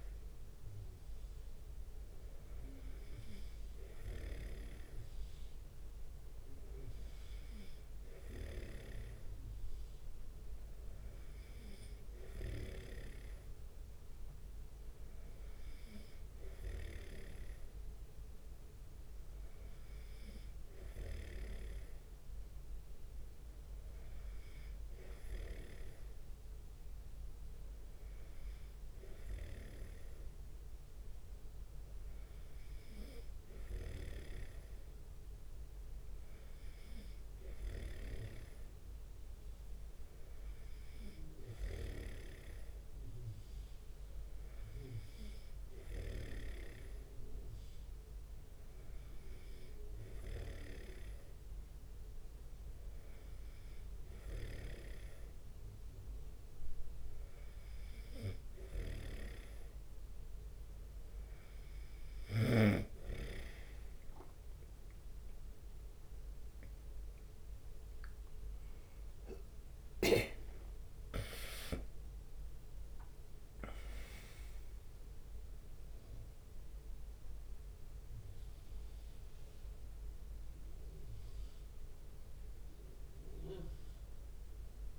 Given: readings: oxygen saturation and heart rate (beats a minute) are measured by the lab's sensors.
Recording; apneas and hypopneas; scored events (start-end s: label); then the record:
breathing in sleep by a room microphone; none
0.00-9.50 s: snoring (device-marked)
17.00-26.00 s: snoring (device-marked)
21.00-22.50 s: leg movement (device-marked)
34.00-46.50 s: snoring (device-marked)
59.00-63.00 s: snoring (device-marked)
63.50-74.00 s: leg movement (device-marked)
64.50-83.50 s: drop in pulse transit time (device-marked, heart rate 72 before, 75 extreme)
82.50-84.99 s: new sleep stage, awake
From the record:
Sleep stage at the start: N2 (light sleep); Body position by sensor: on the right side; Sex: male